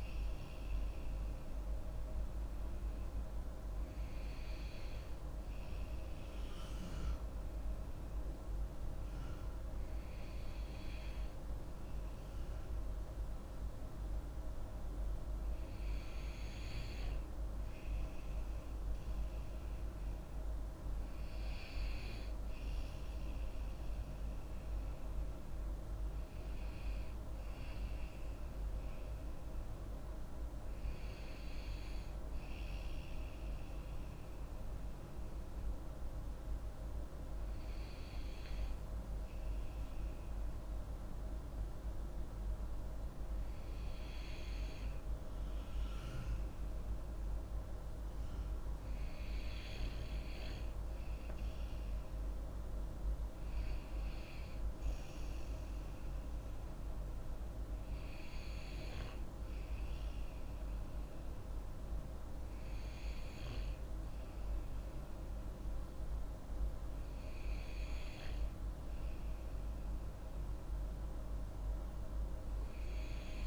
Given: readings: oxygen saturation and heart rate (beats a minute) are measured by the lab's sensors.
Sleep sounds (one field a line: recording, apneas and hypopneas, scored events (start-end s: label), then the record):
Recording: breathing in sleep, hard to hear, by a room microphone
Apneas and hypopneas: 2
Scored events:
0.00-4.50 s: oxygen desaturation (device-marked, oxygen 92% lowest)
4.00-17.50 s: hypopnea (oxygen 95% before, 92% lowest)
19.50-23.00 s: arousal
34.00-49.00 s: hypopnea (oxygen 96% before, 94% lowest)
53.00-57.00 s: arousal
From the record:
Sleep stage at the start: N2 (light sleep)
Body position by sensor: on the back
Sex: female